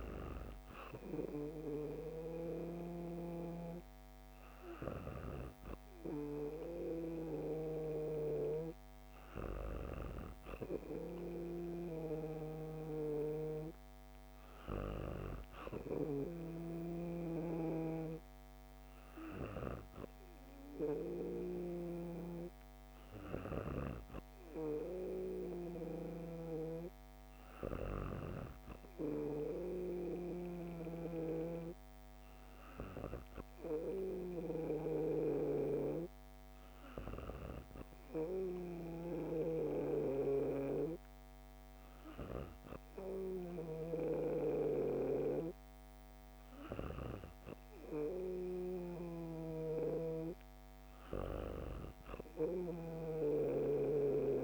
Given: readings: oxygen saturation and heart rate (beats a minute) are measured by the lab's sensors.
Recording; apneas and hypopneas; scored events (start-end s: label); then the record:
breathing in sleep by a microphone on the trachea; none
23.00-28.00 s: snoring (device-marked)
From the record:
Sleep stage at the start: N2 (light sleep); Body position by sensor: on the back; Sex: female